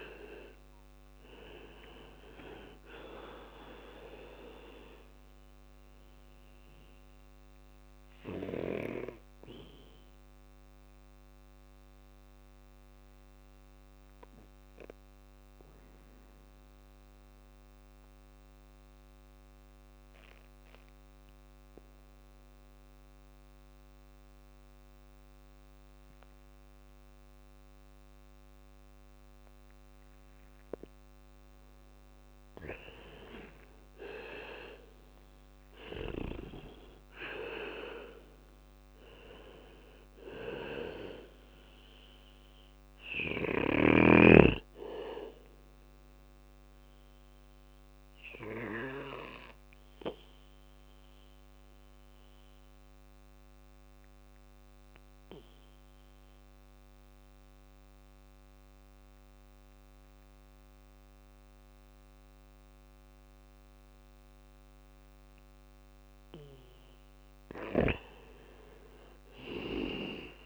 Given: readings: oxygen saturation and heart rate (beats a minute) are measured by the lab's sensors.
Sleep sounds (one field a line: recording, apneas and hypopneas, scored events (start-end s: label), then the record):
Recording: breathing in sleep by a microphone on the trachea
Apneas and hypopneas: 2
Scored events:
1.50-15.50 s: drop in pulse transit time (device-marked, heart rate 60 before, 58 extreme)
2.50-13.50 s: oxygen desaturation (device-marked, oxygen 99% before, 93% lowest, heart rate 61 before, 57 extreme)
4.50-20.50 s: bradycardia (device-marked, heart rate 61 before, 57 extreme)
7.00-30.50 s: obstructive apnea (oxygen 99% before, 91% lowest, heart rate 61 before, 57 extreme, up 4 after)
24.50-30.50 s: bradycardia (device-marked, heart rate 61 before, 59 extreme)
32.50-35.50 s: arousal
35.50-50.50 s: drop in pulse transit time (device-marked, heart rate 59 before, 60 extreme)
39.50-55.50 s: oxygen desaturation (device-marked, oxygen 99% before, 91% lowest, heart rate 60 before, 58 extreme)
44.00-65.00 s: obstructive apnea (oxygen 99% before, 91% lowest, heart rate 61 before, 56 extreme, up 7 after)
47.50-55.50 s: bradycardia (device-marked, heart rate 61 before, 59 extreme)
66.50-69.50 s: arousal
67.50-70.46 s: drop in pulse transit time (device-marked, heart rate 60 before, 58 extreme)
From the record:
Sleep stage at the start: N2 (light sleep)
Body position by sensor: on the back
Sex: male